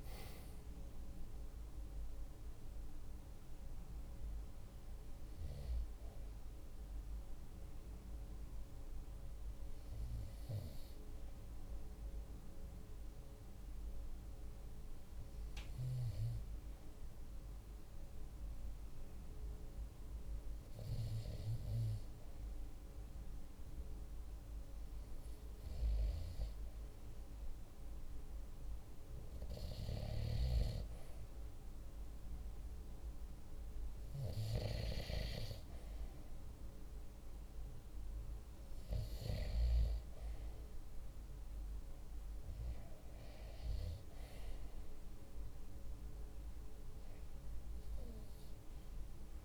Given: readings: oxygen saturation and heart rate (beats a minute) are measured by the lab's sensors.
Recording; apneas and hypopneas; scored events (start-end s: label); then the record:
breathing in sleep by a room microphone; 1
0.00-20.00 s: oxygen desaturation (device-marked, oxygen 93% lowest, heart rate 45 extreme)
1.50-24.50 s: obstructive apnea (oxygen 97% before, 93% lowest, heart rate 48 before, 45 extreme, up 1 after)
4.00-49.45 s: new sleep stage, REM sleep
27.00-31.00 s: arousal
From the record:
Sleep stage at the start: N2 (light sleep); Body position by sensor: on the right side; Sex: male